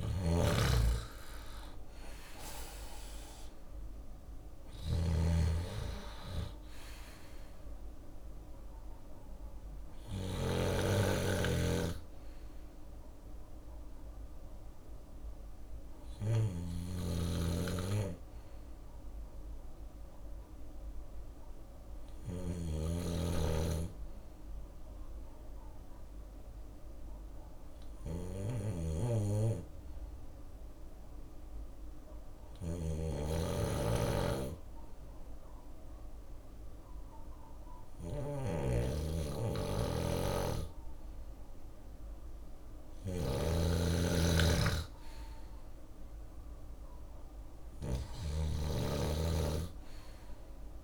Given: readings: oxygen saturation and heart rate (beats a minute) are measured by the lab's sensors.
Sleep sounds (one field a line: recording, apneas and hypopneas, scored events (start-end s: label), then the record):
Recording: breathing in sleep by a room microphone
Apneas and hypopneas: 1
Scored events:
0.00-9.50 s: snoring (device-marked)
0.00-10.50 s: drop in pulse transit time (device-marked, heart rate 63 extreme)
15.50-50.84 s: snoring (device-marked)
21.50-41.50 s: obstructive apnea (oxygen 95% before, 93% lowest, heart rate 64 before, 62 extreme, up 5 after)
43.50-47.00 s: arousal
From the record:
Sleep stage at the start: N2 (light sleep)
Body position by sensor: on the left side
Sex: male